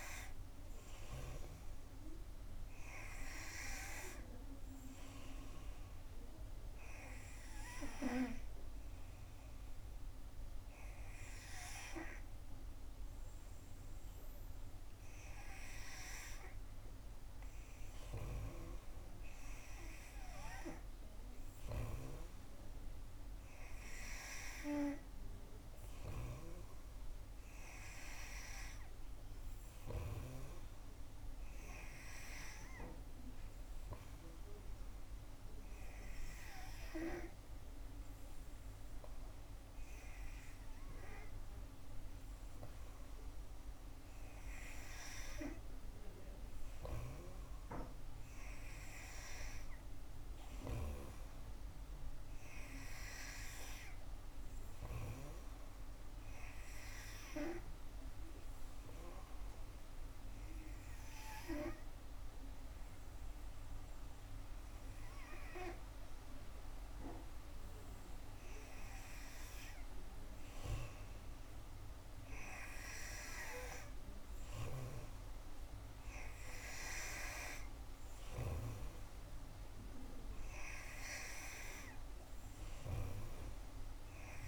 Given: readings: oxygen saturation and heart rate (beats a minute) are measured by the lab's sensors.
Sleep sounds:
breathing in sleep by a room microphone; 1
50.00-54.00 s: arousal
58.00-68.50 s: obstructive apnea (oxygen 91% before, 88% lowest, heart rate 67 before, 68 extreme, up 1 after)
70.00-75.00 s: arousal
75.00-84.48 s: oxygen desaturation (device-marked, oxygen 91% before, 88% lowest, heart rate 69 before, 66 extreme)
From the record:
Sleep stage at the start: N3 (deep sleep); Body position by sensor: on the back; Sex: female

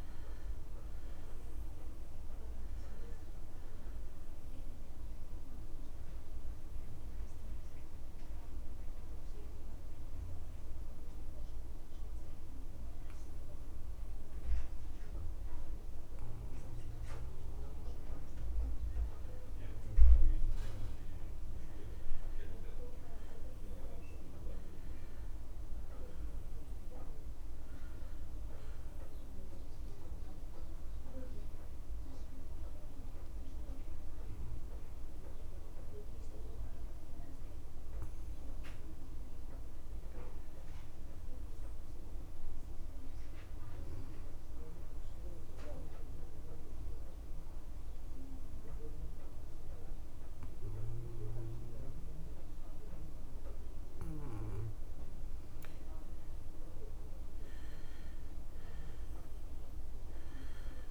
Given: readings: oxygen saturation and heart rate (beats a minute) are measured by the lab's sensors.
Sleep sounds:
breathing in sleep by a room microphone; 2
0.00-22.50 s: oxygen desaturation (device-marked, oxygen 90% lowest)
7.00-19.00 s: obstructive apnea (oxygen 98% before, 88% lowest)
22.00-27.00 s: arousal
34.50-49.50 s: oxygen desaturation (device-marked, oxygen 97% before, 93% lowest)
45.00-56.00 s: obstructive apnea (oxygen 97% before, 88% lowest)
57.00-60.50 s: arousal
59.50-60.91 s: oxygen desaturation (device-marked, oxygen 96% before, 88% lowest)
From the record:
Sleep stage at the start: N2 (light sleep); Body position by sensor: on the back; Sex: male

